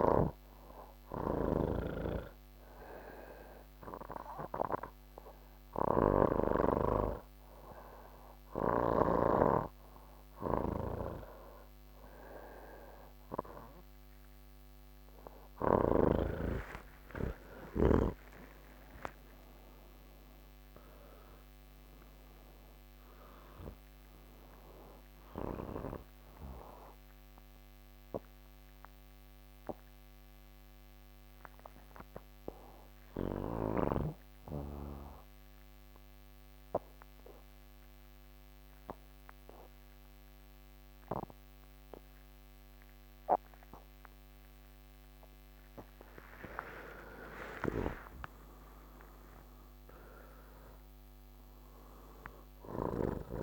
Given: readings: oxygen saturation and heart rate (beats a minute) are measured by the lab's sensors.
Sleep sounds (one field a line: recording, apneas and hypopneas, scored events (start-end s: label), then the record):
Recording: breathing in sleep by a microphone on the trachea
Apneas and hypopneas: 1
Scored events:
36.00-46.00 s: obstructive apnea (oxygen 94% before, 81% lowest, heart rate 96 before, 35 extreme, up 39 after)
47.00-53.43 s: oxygen desaturation (device-marked, oxygen 97% before, 88% lowest)
From the record:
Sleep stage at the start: N3 (deep sleep)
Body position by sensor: on the back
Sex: male